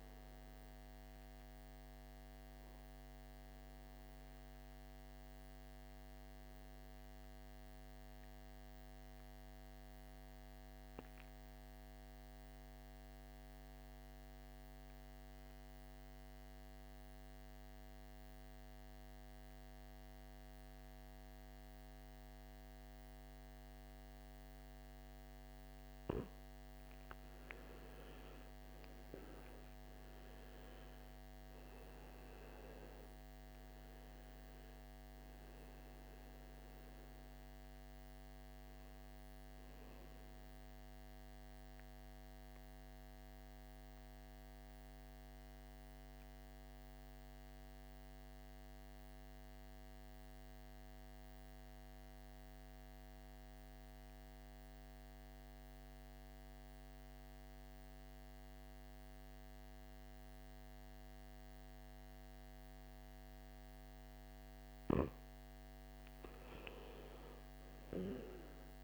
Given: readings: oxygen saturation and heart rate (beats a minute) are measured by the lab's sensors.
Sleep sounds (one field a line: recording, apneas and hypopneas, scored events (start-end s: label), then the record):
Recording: breathing in sleep, hard to hear, by a microphone on the trachea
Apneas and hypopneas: 2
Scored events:
0.00-13.50 s: oxygen desaturation (device-marked, oxygen 86% lowest, heart rate 53 extreme)
5.00-25.50 s: mixed apnea (oxygen 96% before, 87% lowest, heart rate 66 before, 53 extreme, up 10 after)
27.50-51.50 s: oxygen desaturation (device-marked, oxygen 99% before, 87% lowest, heart rate 57 before, 52 extreme)
28.00-32.00 s: arousal
41.00-63.50 s: mixed apnea (oxygen 99% before, 86% lowest, heart rate 63 before, 52 extreme, up 13 after)
66.50-68.84 s: arousal
From the record:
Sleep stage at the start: N2 (light sleep)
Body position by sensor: on the back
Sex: male